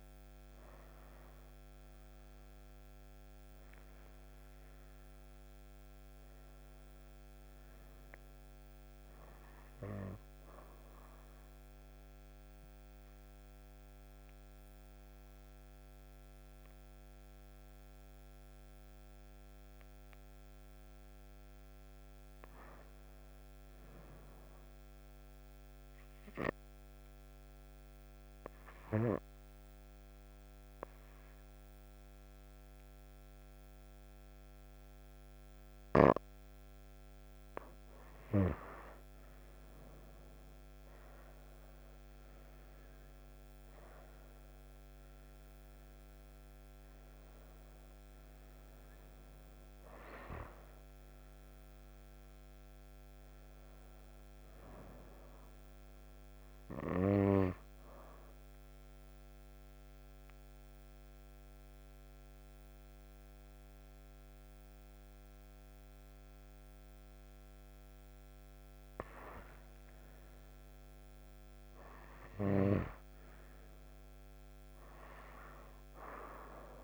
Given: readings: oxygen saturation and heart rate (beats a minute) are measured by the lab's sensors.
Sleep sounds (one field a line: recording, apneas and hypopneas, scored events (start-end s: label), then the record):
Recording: breathing in sleep by a microphone on the trachea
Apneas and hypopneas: 3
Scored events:
0.00-10.50 s: oxygen desaturation (device-marked, oxygen 90% lowest)
10.50-22.50 s: obstructive apnea (oxygen 97% before, 90% lowest)
23.00-25.50 s: arousal
28.00-38.00 s: obstructive apnea (oxygen 97% before, 90% lowest)
34.50-69.50 s: oxygen desaturation (device-marked, oxygen 97% before, 90% lowest)
39.00-43.50 s: arousal
58.50-69.50 s: obstructive apnea (oxygen 97% before, 88% lowest)
71.00-75.50 s: arousal
From the record:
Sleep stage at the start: N2 (light sleep)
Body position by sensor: on the right side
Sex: female